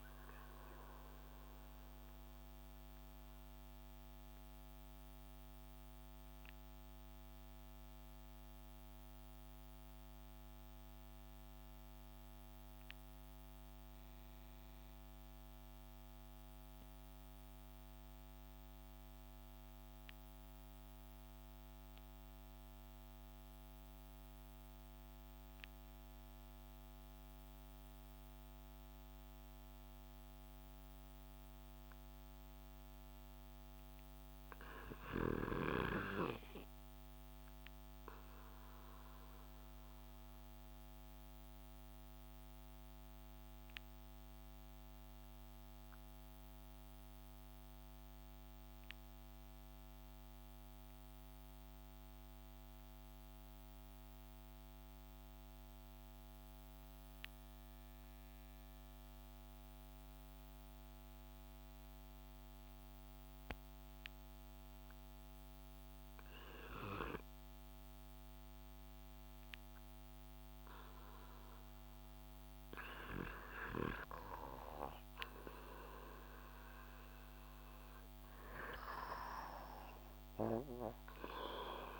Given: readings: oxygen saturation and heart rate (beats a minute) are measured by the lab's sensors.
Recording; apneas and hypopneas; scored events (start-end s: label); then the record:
breathing in sleep by a microphone on the trachea; 2
0.00-17.00 s: oxygen desaturation (device-marked, oxygen 91% lowest)
2.50-31.00 s: obstructive apnea (oxygen 98% before, 77% lowest)
28.00-62.00 s: oxygen desaturation (device-marked, oxygen 95% before, 83% lowest)
33.00-36.00 s: arousal
40.00-71.00 s: obstructive apnea (oxygen 95% before, 77% lowest)
64.00-82.00 s: oxygen desaturation (device-marked, oxygen 87% before, 77% lowest)
72.50-76.50 s: arousal
From the record:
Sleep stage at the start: REM sleep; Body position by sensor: on the back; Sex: male